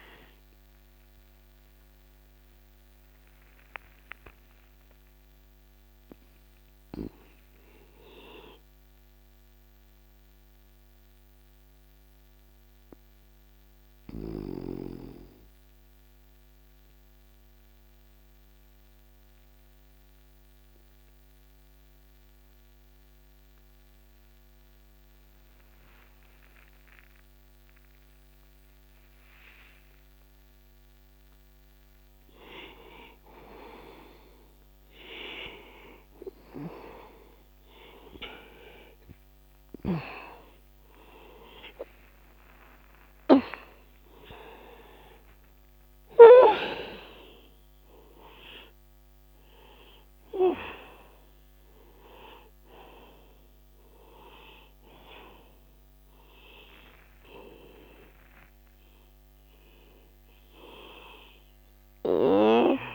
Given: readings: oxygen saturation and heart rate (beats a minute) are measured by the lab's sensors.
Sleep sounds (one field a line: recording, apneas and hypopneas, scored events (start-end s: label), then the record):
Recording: breathing in sleep by a microphone on the trachea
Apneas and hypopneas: 1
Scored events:
0.00-14.50 s: oxygen desaturation (device-marked, oxygen 88% lowest, heart rate 27 extreme)
5.50-9.00 s: arousal
11.00-33.00 s: mixed apnea (oxygen 96% before, 87% lowest)
33.50-37.50 s: arousal
34.50-62.95 s: oxygen desaturation (device-marked, oxygen 97% before, 87% lowest)
From the record:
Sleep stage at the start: N2 (light sleep)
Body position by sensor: on the back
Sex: male